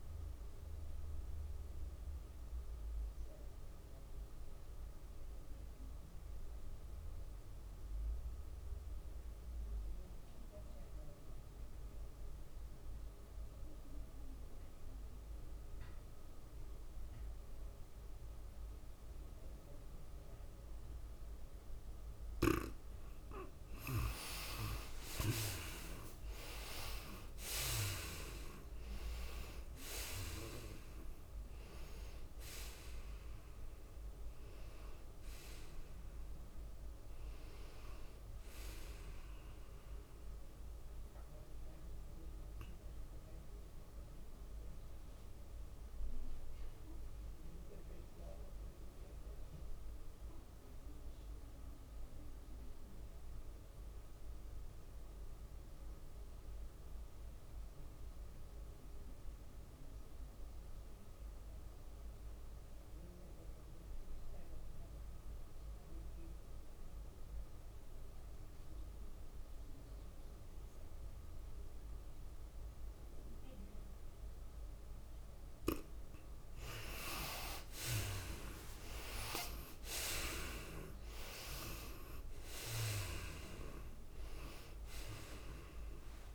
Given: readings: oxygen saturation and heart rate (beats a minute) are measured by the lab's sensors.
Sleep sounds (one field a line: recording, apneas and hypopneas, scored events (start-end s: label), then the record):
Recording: breathing in sleep by a room microphone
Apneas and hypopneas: 2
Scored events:
0.00-5.50 s: drop in pulse transit time (device-marked, heart rate 97 extreme)
0.00-5.50 s: oxygen desaturation (device-marked, oxygen 84% lowest, heart rate 87 extreme)
1.00-22.50 s: obstructive apnea (oxygen 98% before, 76% lowest, heart rate 95 before, 87 extreme, up 10 after)
18.50-44.50 s: oxygen desaturation (device-marked, oxygen 97% before, 78% lowest, heart rate 94 before, 84 extreme)
25.50-29.50 s: arousal
26.50-48.50 s: drop in pulse transit time (device-marked, heart rate 90 before, 90 extreme)
31.50-33.50 s: long interval between heartbeats (device-marked, heart rate 90 before, 91 extreme)
42.00-75.50 s: obstructive apnea (oxygen 97% before, 72% lowest, heart rate 93 before, 80 extreme, up 19 after)
63.50-86.35 s: oxygen desaturation (device-marked, oxygen 97% before, 72% lowest, heart rate 94 before, 80 extreme)
78.50-83.00 s: arousal
80.50-86.35 s: drop in pulse transit time (device-marked, heart rate 85 before, 93 extreme)
80.50-86.35 s: tachycardia (device-marked, heart rate 96 before, 104 extreme)
From the record:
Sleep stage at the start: N2 (light sleep)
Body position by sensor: on the right side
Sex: female